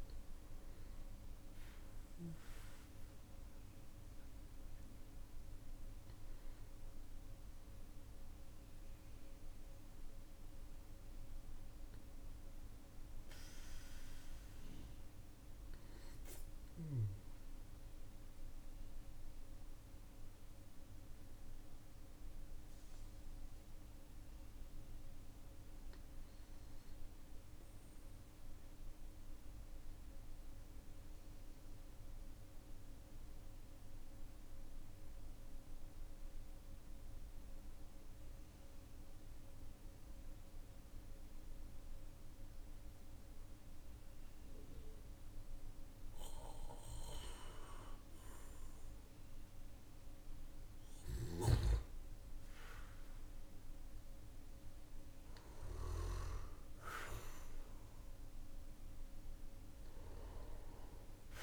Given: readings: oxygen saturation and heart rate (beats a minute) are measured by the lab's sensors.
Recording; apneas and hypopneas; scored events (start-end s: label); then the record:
a person partly awake in a sleep study, by a room microphone; 1
5.00-35.00 s: new sleep stage, N1 (lightest sleep)
8.00-21.00 s: oxygen desaturation (device-marked, oxygen 95% before, 91% lowest, heart rate 75 before, 43 extreme)
29.00-47.00 s: obstructive apnea (oxygen 99% before, 92% lowest, heart rate 50 before, 45 extreme, up 7 after)
35.00-61.43 s: new sleep stage, N2 (light sleep)
47.00-61.43 s: oxygen desaturation (device-marked, oxygen 98% before, 92% lowest, heart rate 50 before, 40 extreme)
From the record:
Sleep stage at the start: awake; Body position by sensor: on the back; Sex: male